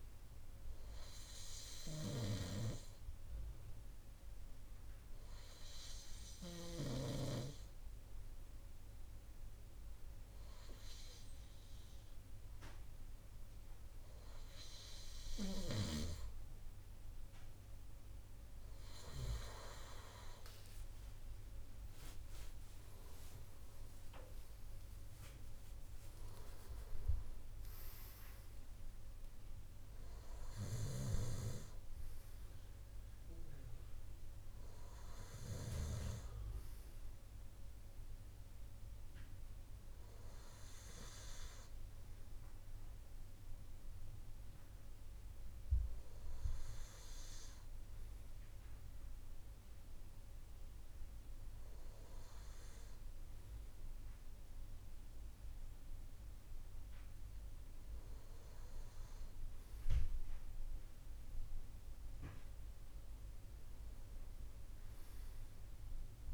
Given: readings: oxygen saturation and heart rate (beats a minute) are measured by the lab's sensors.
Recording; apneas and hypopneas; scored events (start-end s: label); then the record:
breathing in sleep by a room microphone; none
21.00-26.00 s: arousal
24.00-66.34 s: new sleep stage, N2 (light sleep)
From the record:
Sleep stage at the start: N3 (deep sleep); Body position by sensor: on the right side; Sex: male